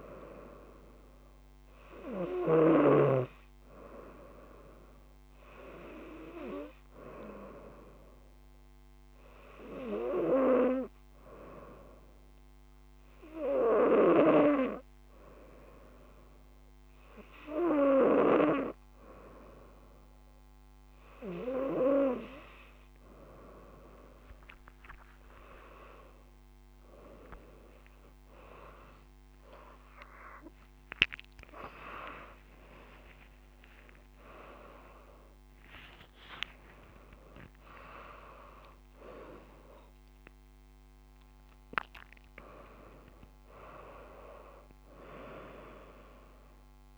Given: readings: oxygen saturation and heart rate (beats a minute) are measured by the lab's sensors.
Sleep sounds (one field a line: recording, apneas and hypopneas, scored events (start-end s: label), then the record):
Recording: a person partly awake in a sleep study, by a microphone on the trachea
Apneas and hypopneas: none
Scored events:
0.00-3.00 s: snoring (device-marked)
29.00-46.98 s: new sleep stage, awake
From the record:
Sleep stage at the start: N2 (light sleep)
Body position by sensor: on the right side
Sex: female